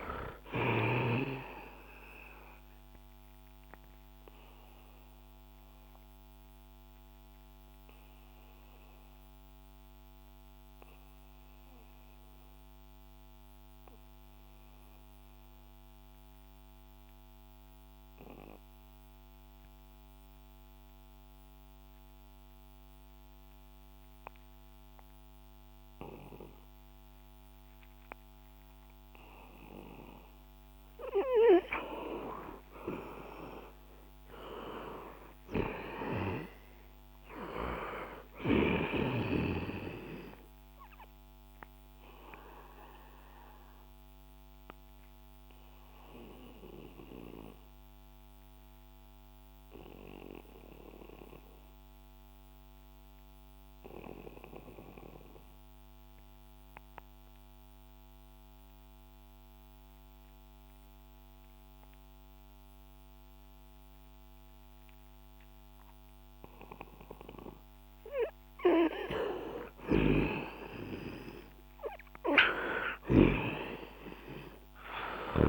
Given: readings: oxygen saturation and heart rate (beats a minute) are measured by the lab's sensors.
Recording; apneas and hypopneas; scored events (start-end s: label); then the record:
breathing in sleep by a microphone on the trachea; 2
5.50-30.50 s: mixed apnea (oxygen 98% before, 89% lowest, heart rate 70 before, 61 extreme, up 8 after)
15.00-25.00 s: oxygen desaturation (device-marked, oxygen 95% before, 89% lowest, heart rate 69 before, 61 extreme)
33.00-35.00 s: arousal
42.00-68.00 s: mixed apnea (oxygen 99% before, 89% lowest, heart rate 67 before, 61 extreme, up 6 after)
56.00-64.00 s: oxygen desaturation (device-marked, oxygen 94% before, 90% lowest, heart rate 66 before, 61 extreme)
69.00-72.50 s: arousal
72.00-75.49 s: oxygen desaturation (device-marked, oxygen 98% before, 89% lowest, heart rate 65 before, 61 extreme)
From the record:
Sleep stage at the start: N2 (light sleep); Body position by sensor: on the back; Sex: male